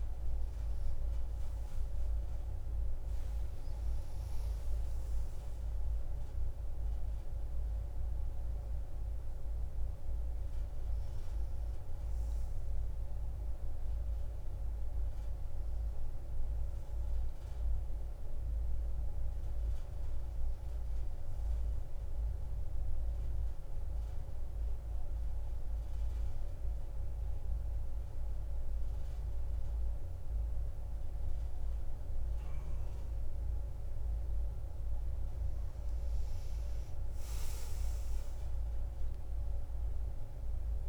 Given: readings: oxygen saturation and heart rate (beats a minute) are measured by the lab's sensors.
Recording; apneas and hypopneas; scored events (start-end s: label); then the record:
a person partly awake in a sleep study, hard to hear, by a room microphone; none
0.00-16.00 s: oxygen desaturation (device-marked, oxygen 92% before, 89% lowest)
11.00-40.89 s: new sleep stage, N1 (lightest sleep)
From the record:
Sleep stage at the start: awake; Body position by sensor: on the back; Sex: female